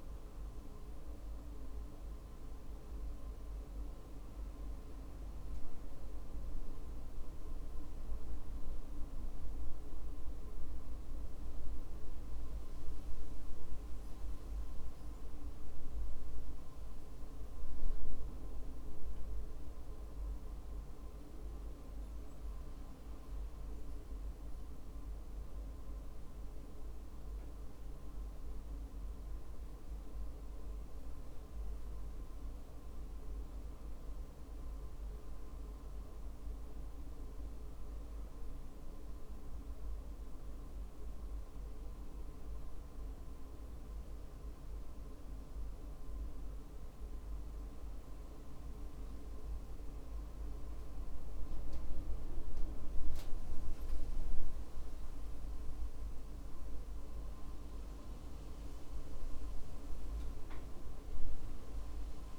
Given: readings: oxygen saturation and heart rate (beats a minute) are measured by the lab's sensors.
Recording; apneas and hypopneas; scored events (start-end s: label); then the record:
breathing in sleep, hard to hear, by a room microphone; 2
19.00-29.50 s: central apnea (oxygen 96% before, 93% lowest, heart rate 57 before, 54 extreme, up 12 after)
32.50-36.00 s: arousal
45.50-55.50 s: hypopnea (oxygen 95% before, 93% lowest, heart rate 60 before, 54 extreme, up 10 after)
52.00-62.39 s: new sleep stage, N1 (lightest sleep)
59.50-62.39 s: arousal
From the record:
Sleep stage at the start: N2 (light sleep); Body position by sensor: on the back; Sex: male